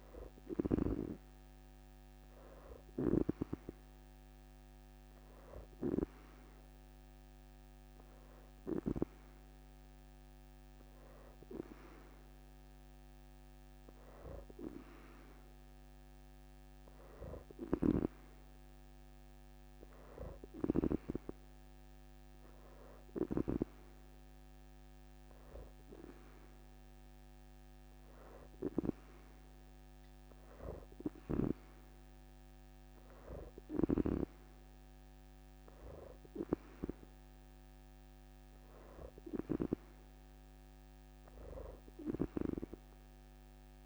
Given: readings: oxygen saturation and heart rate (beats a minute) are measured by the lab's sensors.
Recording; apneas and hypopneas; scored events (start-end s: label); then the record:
breathing in sleep by a microphone on the trachea; 1
0.00-9.50 s: oxygen desaturation (device-marked, oxygen 88% lowest, heart rate 72 extreme)
4.50-16.00 s: hypopnea (oxygen 94% before, 86% lowest, heart rate 81 before, 72 extreme, up 1 after)
18.50-21.50 s: arousal
From the record:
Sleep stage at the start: N2 (light sleep); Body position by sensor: on the back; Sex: female